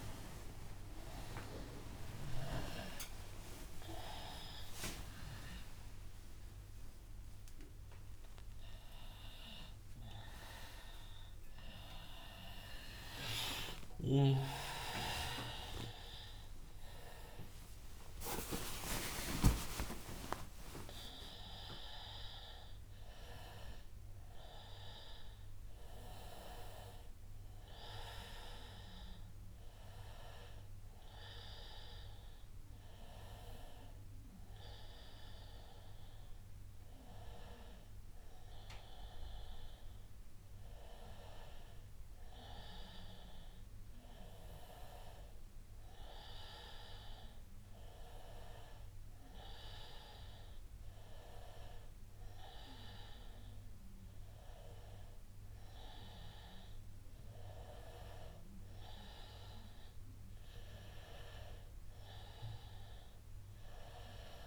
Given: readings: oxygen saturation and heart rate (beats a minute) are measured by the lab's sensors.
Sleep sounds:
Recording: a person awake in a sleep study, by a room microphone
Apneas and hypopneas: none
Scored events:
5.00-7.00 s: long interval between heartbeats (device-marked, heart rate 100 before, 113 extreme)
20.50-28.50 s: oxygen desaturation (device-marked, oxygen 97% before, 93% lowest, heart rate 105 before, 91 extreme)
35.50-64.47 s: new sleep stage, N1 (lightest sleep)
From the record:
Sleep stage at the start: awake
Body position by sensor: on the back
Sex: male

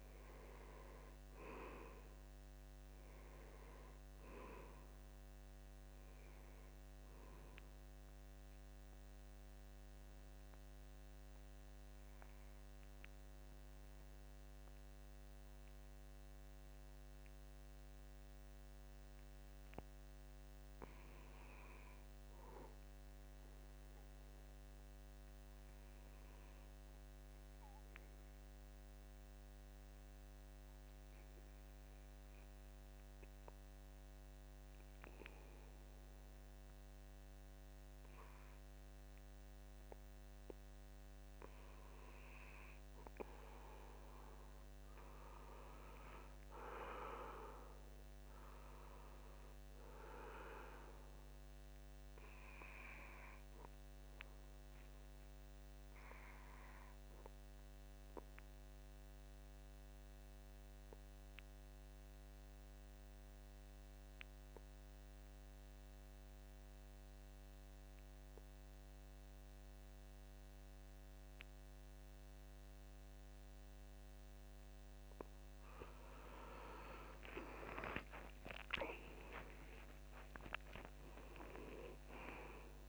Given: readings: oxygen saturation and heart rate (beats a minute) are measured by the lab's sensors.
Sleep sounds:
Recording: breathing in sleep by a microphone on the trachea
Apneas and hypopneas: 3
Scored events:
0.00-11.00 s: oxygen desaturation (device-marked, oxygen 85% lowest, heart rate 72 extreme)
10.00-21.00 s: obstructive apnea (oxygen 94% before, 87% lowest, heart rate 77 before, 72 extreme, up 4 after)
23.50-27.00 s: arousal
28.00-64.00 s: oxygen desaturation (device-marked, oxygen 94% before, 87% lowest, heart rate 74 before, 71 extreme)
31.50-41.50 s: obstructive apnea (oxygen 95% before, 86% lowest, heart rate 74 before, 71 extreme, up 4 after)
42.50-46.50 s: arousal
57.00-75.50 s: obstructive apnea (oxygen 93% before, 86% lowest, heart rate 74 before, 71 extreme, up 10 after)
76.00-82.89 s: oxygen desaturation (device-marked, oxygen 93% before, 86% lowest, heart rate 72 before, 73 extreme)
78.00-81.00 s: arousal
From the record:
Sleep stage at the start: N2 (light sleep)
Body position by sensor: on the back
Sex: male

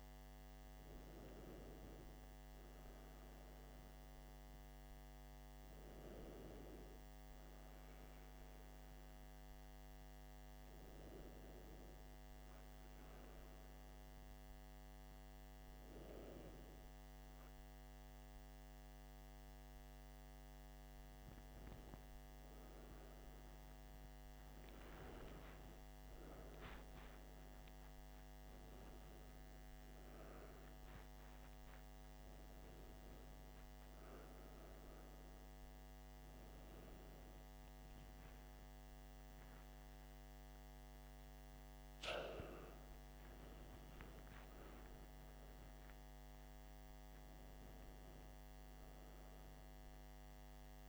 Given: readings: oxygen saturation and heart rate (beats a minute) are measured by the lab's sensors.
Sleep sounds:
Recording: a person partly awake in a sleep study, hard to hear, by a microphone on the trachea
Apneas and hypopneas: none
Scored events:
27.00-50.89 s: new sleep stage, awake
From the record:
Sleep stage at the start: N1 (lightest sleep)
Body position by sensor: on the back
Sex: male

